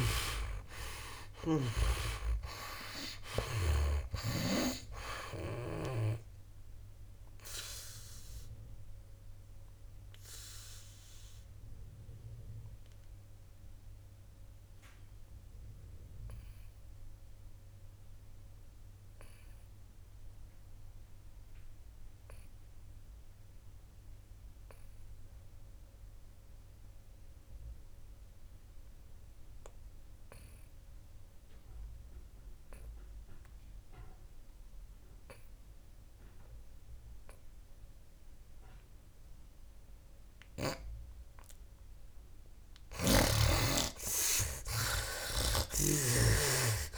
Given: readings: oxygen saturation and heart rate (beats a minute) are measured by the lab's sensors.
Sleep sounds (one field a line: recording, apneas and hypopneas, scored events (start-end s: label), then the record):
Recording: breathing in sleep by a room microphone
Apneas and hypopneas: 1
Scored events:
0.00-2.00 s: arousal
0.00-5.00 s: snoring (device-marked)
0.00-34.00 s: oxygen desaturation (device-marked, oxygen 69% lowest, heart rate 57 extreme)
7.00-42.50 s: obstructive apnea (oxygen 98% before, 68% lowest, heart rate 68 before, 57 extreme, up 22 after)
36.00-46.98 s: oxygen desaturation (device-marked, oxygen 97% before, 68% lowest, heart rate 59 before, 58 extreme)
45.50-46.98 s: arousal
45.50-46.98 s: snoring (device-marked)
From the record:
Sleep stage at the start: N2 (light sleep)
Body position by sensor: on the back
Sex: male